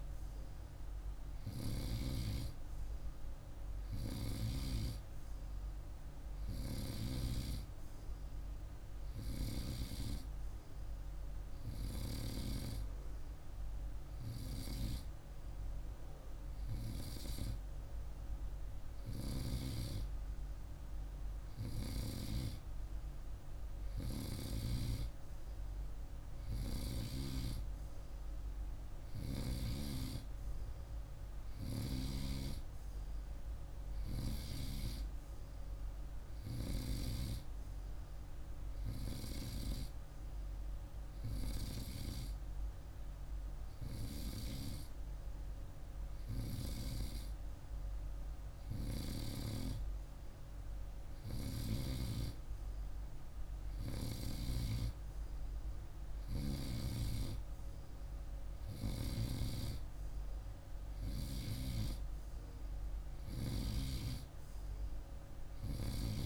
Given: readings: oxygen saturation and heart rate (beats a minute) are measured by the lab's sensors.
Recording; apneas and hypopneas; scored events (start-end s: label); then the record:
breathing in sleep by a room microphone; none
none scored
From the record:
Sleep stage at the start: N2 (light sleep); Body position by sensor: on the right side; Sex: male